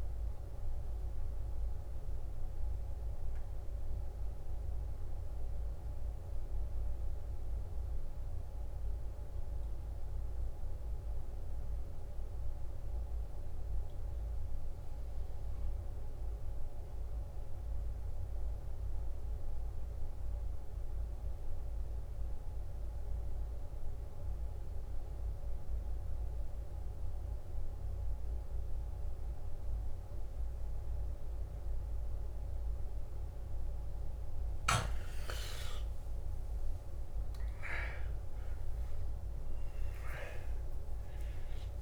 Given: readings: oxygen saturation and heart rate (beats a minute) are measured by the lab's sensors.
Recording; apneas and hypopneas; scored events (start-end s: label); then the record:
breathing in sleep, hard to hear, by a room microphone; 1
0.00-17.00 s: oxygen desaturation (device-marked, oxygen 83% lowest, heart rate 55 extreme)
1.00-35.00 s: mixed apnea (oxygen 93% before, 83% lowest, heart rate 71 before, 55 extreme, up 18 after)
29.00-41.82 s: oxygen desaturation (device-marked, oxygen 99% before, 88% lowest, heart rate 56 before, 55 extreme)
36.00-41.50 s: arousal
From the record:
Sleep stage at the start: N2 (light sleep); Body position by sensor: on the back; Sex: male